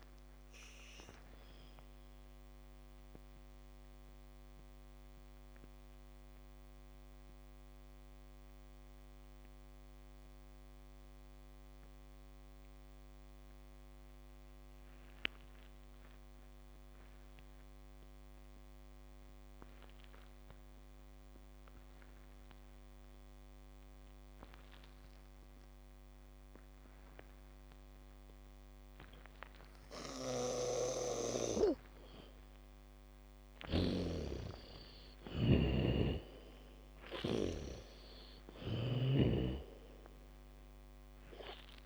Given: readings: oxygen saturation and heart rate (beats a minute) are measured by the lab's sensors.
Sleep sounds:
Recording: breathing in sleep by a microphone on the trachea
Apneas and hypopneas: 1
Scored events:
0.00-19.00 s: oxygen desaturation (device-marked, oxygen 77% lowest, heart rate 42 extreme)
3.00-30.50 s: mixed apnea (oxygen 98% before, 77% lowest, heart rate 61 before, 42 extreme, up 2 after)
24.00-37.00 s: bradycardia (device-marked, heart rate 68 before, 42 extreme)
30.00-38.00 s: snoring (device-marked)
31.00-41.86 s: oxygen desaturation (device-marked, oxygen 98% before, 79% lowest, heart rate 68 before, 47 extreme)
32.50-36.50 s: arousal
From the record:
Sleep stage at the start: N2 (light sleep)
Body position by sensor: on the back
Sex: female

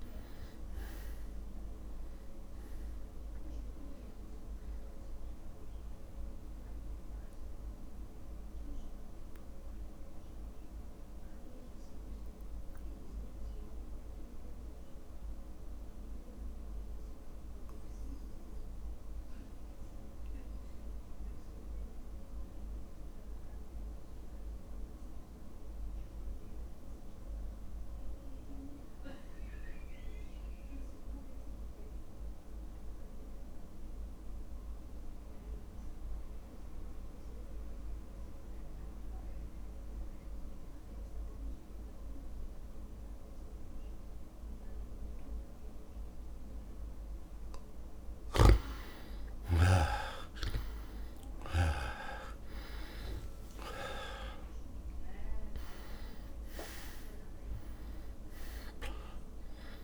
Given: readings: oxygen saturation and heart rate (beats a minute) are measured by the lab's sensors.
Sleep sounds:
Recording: breathing in sleep by a room microphone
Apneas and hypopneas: 1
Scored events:
0.00-24.00 s: oxygen desaturation (device-marked, oxygen 87% lowest, heart rate 53 extreme)
8.00-46.50 s: mixed apnea (oxygen 100% before, 79% lowest, heart rate 56 before, 53 extreme, up 2 after)
39.00-59.84 s: oxygen desaturation (device-marked, oxygen 100% before, 79% lowest, heart rate 55 before, 55 extreme)
49.50-54.50 s: arousal
53.00-59.84 s: drop in pulse transit time (device-marked, heart rate 55 before, 55 extreme)
From the record:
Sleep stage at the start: N2 (light sleep)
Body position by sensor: on the back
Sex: male

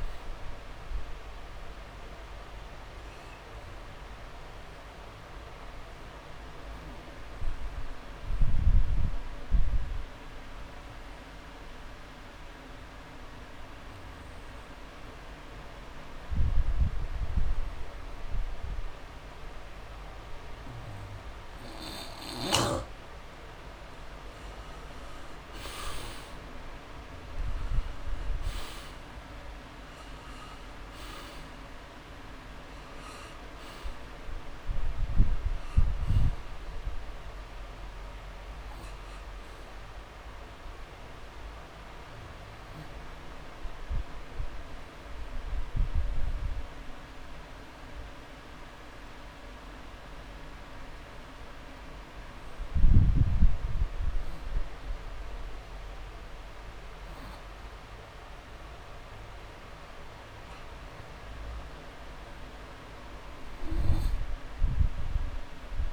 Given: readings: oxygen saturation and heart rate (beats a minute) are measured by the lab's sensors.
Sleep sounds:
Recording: breathing in sleep, hard to hear, by a room microphone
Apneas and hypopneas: 2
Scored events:
0.00-2.00 s: arousal
1.50-4.50 s: drop in pulse transit time (device-marked)
6.00-22.00 s: obstructive apnea (oxygen 98% before, 83% lowest)
25.00-29.00 s: arousal
27.50-65.92 s: oxygen desaturation (device-marked, oxygen 98% before, 83% lowest)
38.50-50.50 s: drop in pulse transit time (device-marked)
43.00-56.00 s: hypopnea (oxygen 98% before, 83% lowest)
56.50-59.50 s: arousal
61.50-63.50 s: long interval between heartbeats (device-marked)
From the record:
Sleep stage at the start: N2 (light sleep)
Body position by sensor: on the back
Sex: male

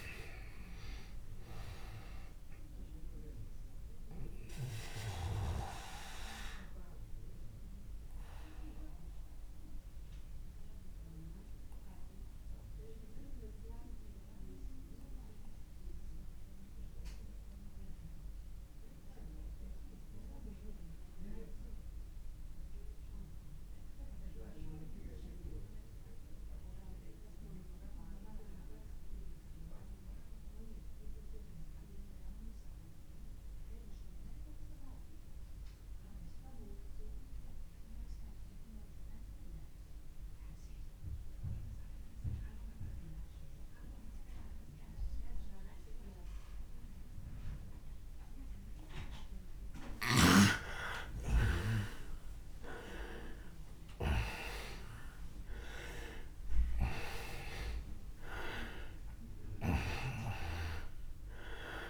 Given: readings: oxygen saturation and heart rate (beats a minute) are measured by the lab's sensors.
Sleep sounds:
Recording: breathing in sleep by a room microphone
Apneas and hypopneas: 1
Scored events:
0.00-26.50 s: oxygen desaturation (device-marked, oxygen 80% lowest)
4.50-48.50 s: obstructive apnea (oxygen 96% before, 80% lowest)
43.50-61.90 s: oxygen desaturation (device-marked, oxygen 98% before, 82% lowest)
50.00-54.00 s: arousal
From the record:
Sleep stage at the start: N2 (light sleep)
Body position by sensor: on the back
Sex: male

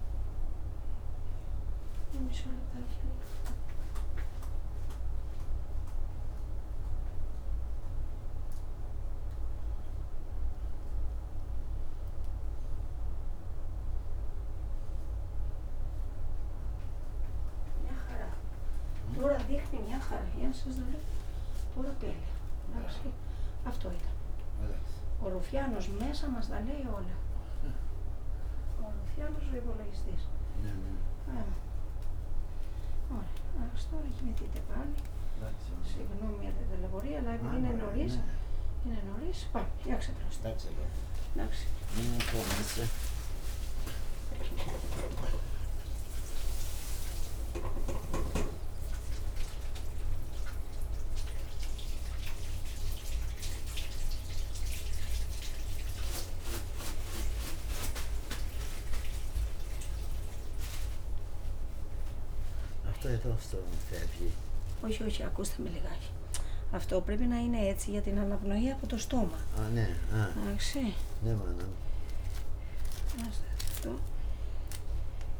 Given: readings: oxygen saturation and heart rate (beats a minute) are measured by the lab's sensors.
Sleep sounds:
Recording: a person awake in a sleep study, by a room microphone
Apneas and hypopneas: none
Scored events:
none scored
From the record:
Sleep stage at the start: awake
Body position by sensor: upright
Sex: male

